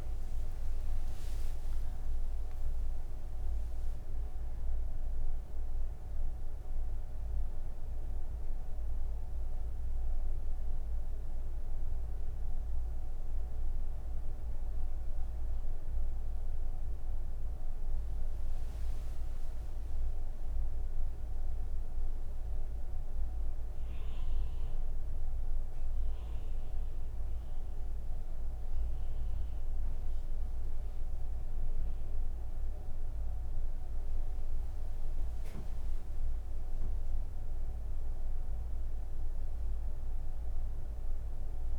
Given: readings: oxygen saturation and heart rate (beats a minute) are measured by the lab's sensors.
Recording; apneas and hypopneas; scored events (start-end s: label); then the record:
breathing in sleep, hard to hear, by a room microphone; none
none scored
From the record:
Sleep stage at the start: N1 (lightest sleep); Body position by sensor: on the right side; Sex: female